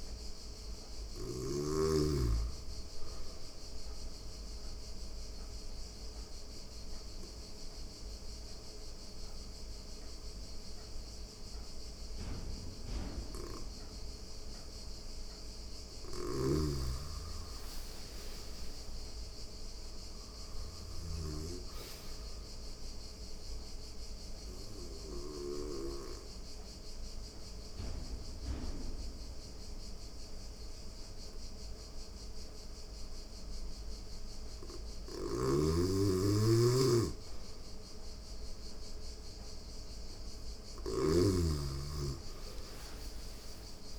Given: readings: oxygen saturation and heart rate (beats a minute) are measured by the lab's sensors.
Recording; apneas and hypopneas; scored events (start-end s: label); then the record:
breathing in sleep by a room microphone; 2
0.00-15.50 s: oxygen desaturation (device-marked, oxygen 89% lowest, heart rate 85 extreme)
4.00-14.50 s: obstructive apnea (oxygen 97% before, 89% lowest, heart rate 89 before, 85 extreme, up 4 after)
15.50-20.50 s: snoring (device-marked)
17.00-20.50 s: arousal
23.00-34.00 s: obstructive apnea (oxygen 97% before, 90% lowest, heart rate 88 before, 85 extreme, up 3 after)
24.50-37.50 s: oxygen desaturation (device-marked, oxygen 97% before, 92% lowest, heart rate 88 before, 85 extreme)
34.50-40.50 s: snoring (device-marked)
39.00-43.50 s: arousal
From the record:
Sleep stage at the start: N2 (light sleep); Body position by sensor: on the right side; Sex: female